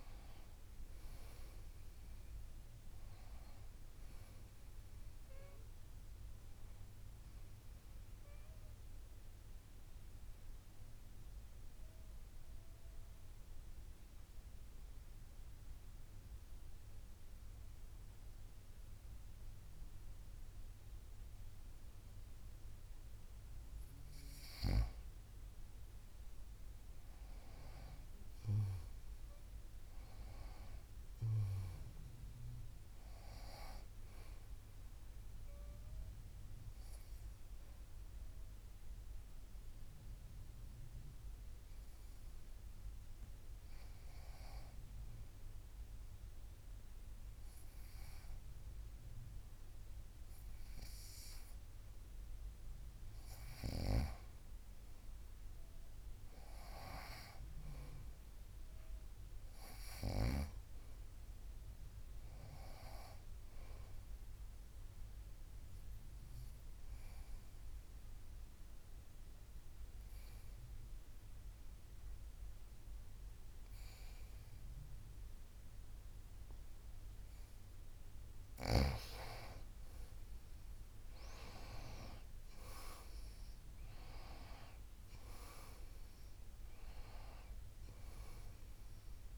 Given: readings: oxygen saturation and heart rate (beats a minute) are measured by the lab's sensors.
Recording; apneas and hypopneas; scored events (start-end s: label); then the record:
breathing in sleep by a room microphone; 3
0.00-20.00 s: oxygen desaturation (device-marked, oxygen 91% lowest, heart rate 51 extreme)
12.00-24.50 s: obstructive apnea (oxygen 97% before, 91% lowest, heart rate 62 before, 52 extreme, up 11 after)
26.00-29.00 s: arousal
36.00-53.50 s: obstructive apnea (oxygen 98% before, 91% lowest, heart rate 56 before, 52 extreme, up 6 after)
55.50-59.00 s: arousal
66.00-78.50 s: obstructive apnea (oxygen 97% before, 91% lowest, heart rate 57 before, 51 extreme, up 17 after)
79.50-83.50 s: arousal
84.00-89.38 s: oxygen desaturation (device-marked, oxygen 96% before, 91% lowest, heart rate 60 before, 51 extreme)
From the record:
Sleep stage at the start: N2 (light sleep); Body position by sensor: on the back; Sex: female